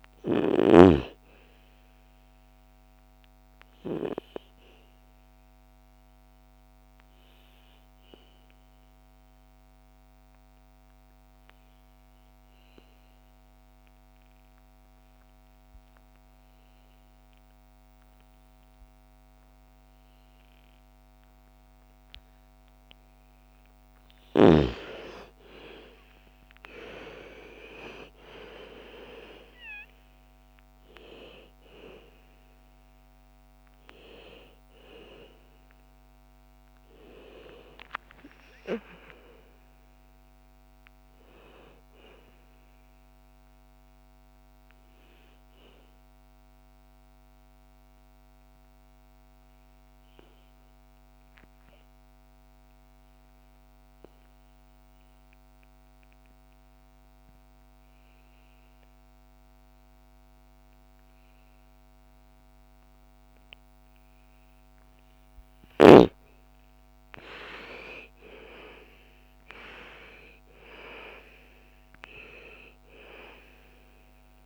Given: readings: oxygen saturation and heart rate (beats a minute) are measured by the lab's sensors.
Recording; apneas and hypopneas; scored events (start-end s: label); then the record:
breathing in sleep by a microphone on the trachea; 2
0.00-15.50 s: oxygen desaturation (device-marked, oxygen 82% lowest, heart rate 56 extreme)
3.00-23.00 s: obstructive apnea (oxygen 99% before, 82% lowest, heart rate 62 before, 56 extreme, up 14 after)
25.50-29.00 s: arousal
25.50-48.50 s: oxygen desaturation (device-marked, oxygen 99% before, 85% lowest, heart rate 58 before, 58 extreme)
44.00-65.00 s: obstructive apnea (oxygen 99% before, 79% lowest, heart rate 66 before, 54 extreme, up 11 after)
62.50-74.46 s: oxygen desaturation (device-marked, oxygen 99% before, 83% lowest, heart rate 60 before, 54 extreme)
66.00-70.00 s: arousal
From the record:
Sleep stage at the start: N2 (light sleep); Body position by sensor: on the back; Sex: female